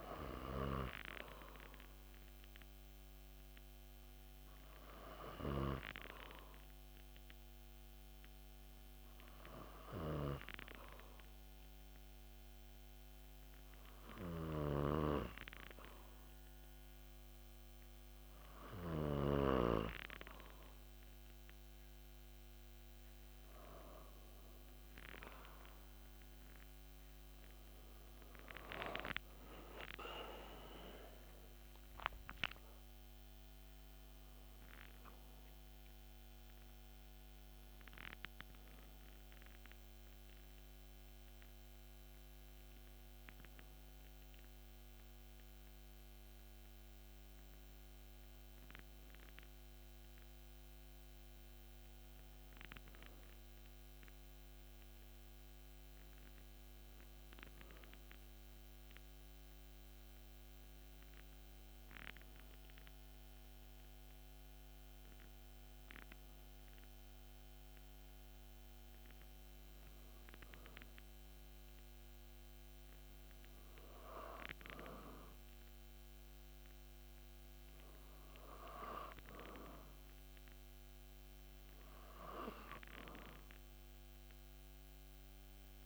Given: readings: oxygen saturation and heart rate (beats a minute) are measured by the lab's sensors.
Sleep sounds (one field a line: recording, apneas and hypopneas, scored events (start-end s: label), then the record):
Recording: breathing in sleep by a microphone on the trachea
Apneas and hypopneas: 1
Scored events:
6.50-22.50 s: obstructive apnea (oxygen 95% before, 93% lowest)
28.50-33.00 s: arousal
From the record:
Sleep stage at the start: N2 (light sleep)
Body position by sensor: on the back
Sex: male